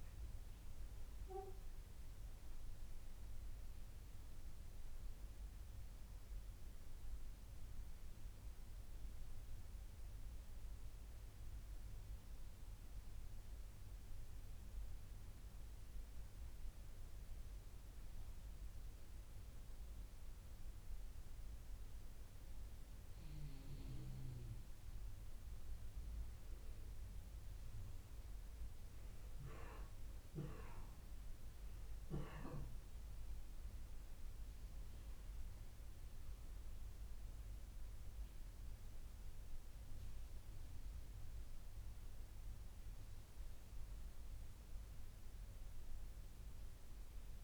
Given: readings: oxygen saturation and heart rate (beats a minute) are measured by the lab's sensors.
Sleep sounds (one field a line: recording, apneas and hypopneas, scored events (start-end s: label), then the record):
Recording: breathing in sleep, hard to hear, by a room microphone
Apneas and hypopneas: none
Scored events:
none scored
From the record:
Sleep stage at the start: N1 (lightest sleep)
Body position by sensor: on the back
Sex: female